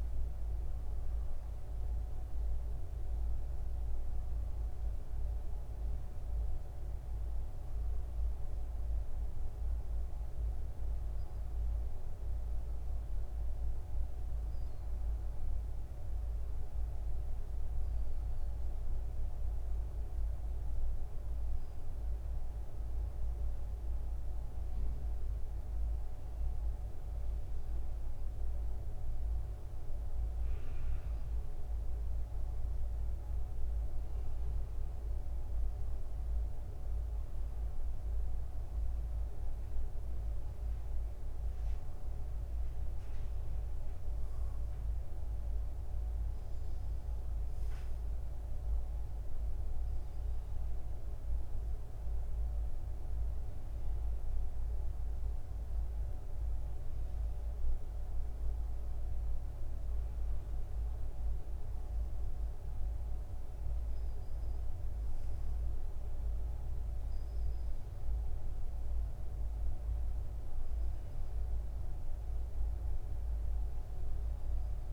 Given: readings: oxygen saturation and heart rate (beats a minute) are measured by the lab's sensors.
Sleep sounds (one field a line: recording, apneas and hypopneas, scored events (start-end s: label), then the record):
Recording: a person awake in a sleep study, hard to hear, by a room microphone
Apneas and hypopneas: none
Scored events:
67.50-74.93 s: new sleep stage, N2 (light sleep)
From the record:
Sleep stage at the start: awake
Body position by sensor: on the front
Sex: male